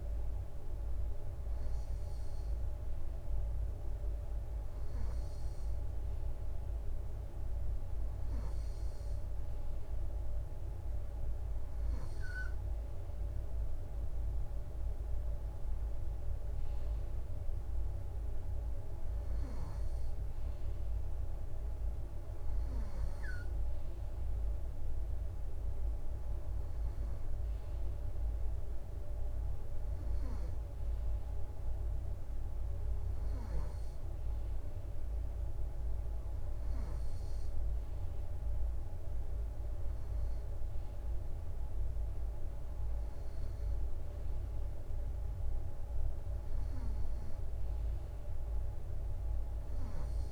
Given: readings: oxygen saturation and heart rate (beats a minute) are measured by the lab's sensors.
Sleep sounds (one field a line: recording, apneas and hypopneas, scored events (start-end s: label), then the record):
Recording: breathing in sleep, hard to hear, by a room microphone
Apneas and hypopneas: none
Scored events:
none scored
From the record:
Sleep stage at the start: N2 (light sleep)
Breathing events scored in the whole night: 153 in 4.2 hours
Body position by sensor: on the right side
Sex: male